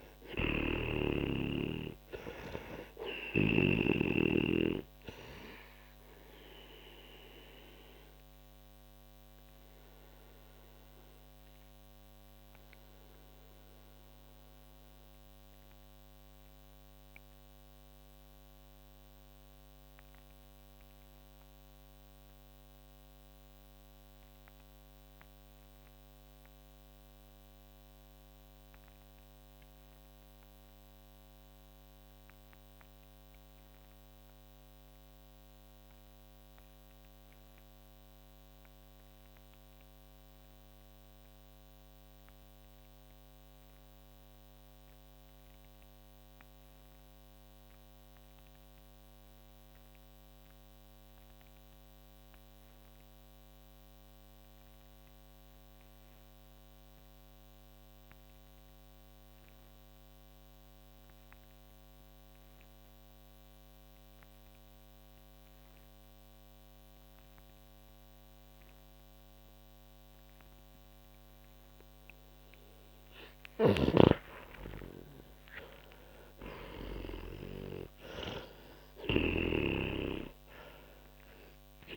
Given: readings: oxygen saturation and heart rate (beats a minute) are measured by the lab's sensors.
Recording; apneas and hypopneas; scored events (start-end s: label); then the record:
breathing in sleep by a microphone on the trachea; 1
0.00-1.00 s: snoring (device-marked)
0.00-31.00 s: oxygen desaturation (device-marked, oxygen 81% lowest, heart rate 42 extreme)
7.00-73.50 s: mixed apnea (oxygen 98% before, 81% lowest, heart rate 67 before, 42 extreme, up 28 after)
61.00-81.97 s: oxygen desaturation (device-marked, oxygen 99% before, 81% lowest, heart rate 47 before, 37 extreme)
73.50-77.50 s: snoring (device-marked)
76.50-81.97 s: arousal
From the record:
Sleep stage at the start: N2 (light sleep); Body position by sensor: on the back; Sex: male